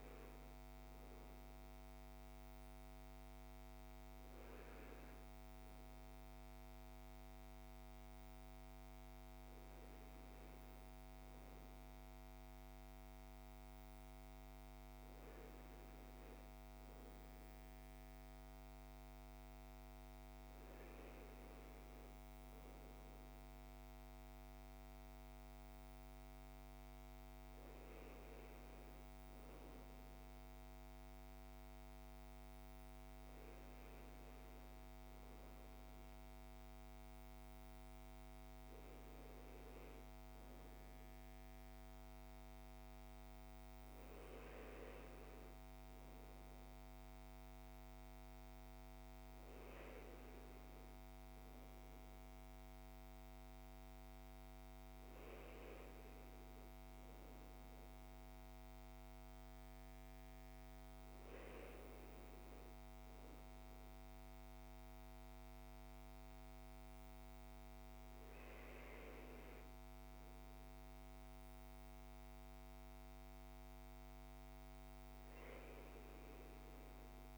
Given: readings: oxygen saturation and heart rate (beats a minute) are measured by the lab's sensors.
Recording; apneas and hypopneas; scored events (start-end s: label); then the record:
breathing in sleep, hard to hear, by a microphone on the trachea; none
none scored
From the record:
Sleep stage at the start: N1 (lightest sleep); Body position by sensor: on the back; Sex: male